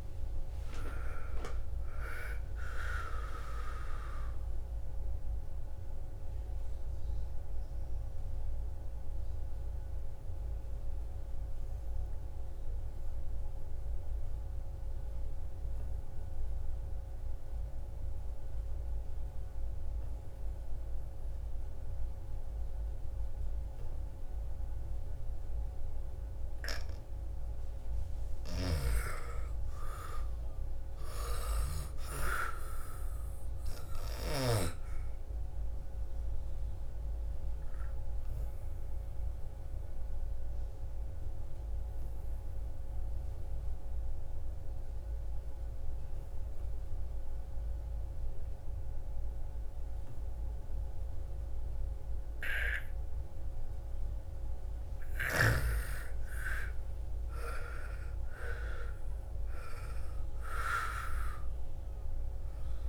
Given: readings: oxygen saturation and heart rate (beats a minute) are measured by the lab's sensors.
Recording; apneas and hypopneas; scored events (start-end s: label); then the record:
breathing in sleep by a room microphone; 2
0.00-2.50 s: arousal
5.00-26.50 s: mixed apnea (oxygen 99% before, 83% lowest, heart rate 62 before, 54 extreme, up 10 after)
7.00-22.00 s: oxygen desaturation (device-marked, oxygen 98% before, 94% lowest, heart rate 62 before, 54 extreme)
28.00-34.50 s: snoring (device-marked)
28.50-32.00 s: arousal
29.00-49.00 s: oxygen desaturation (device-marked, oxygen 98% before, 83% lowest, heart rate 58 before, 54 extreme)
35.50-52.50 s: obstructive apnea (oxygen 98% before, 83% lowest, heart rate 59 before, 54 extreme, up 13 after)
54.00-62.89 s: oxygen desaturation (device-marked, oxygen 98% before, 84% lowest, heart rate 59 before, 55 extreme)
55.00-59.50 s: arousal
From the record:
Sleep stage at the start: N2 (light sleep); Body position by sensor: on the back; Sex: female